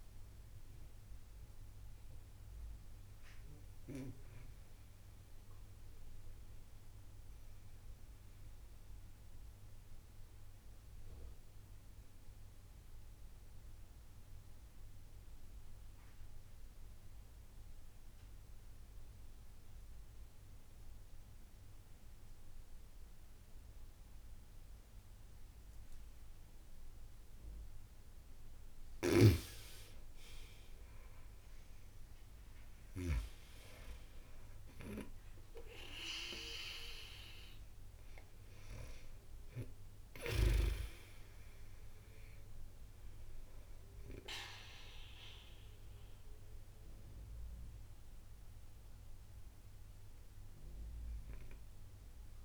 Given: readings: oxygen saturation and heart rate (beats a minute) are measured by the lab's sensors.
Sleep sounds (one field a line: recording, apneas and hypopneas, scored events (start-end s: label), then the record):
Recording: breathing in sleep by a room microphone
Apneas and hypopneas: 1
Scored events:
0.00-10.50 s: oxygen desaturation (device-marked, oxygen 92% lowest)
4.00-27.50 s: mixed apnea (oxygen 96% before, 90% lowest)
29.50-52.44 s: oxygen desaturation (device-marked, oxygen 96% before, 90% lowest)
30.00-35.00 s: arousal
From the record:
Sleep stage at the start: N2 (light sleep)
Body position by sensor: on the back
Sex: female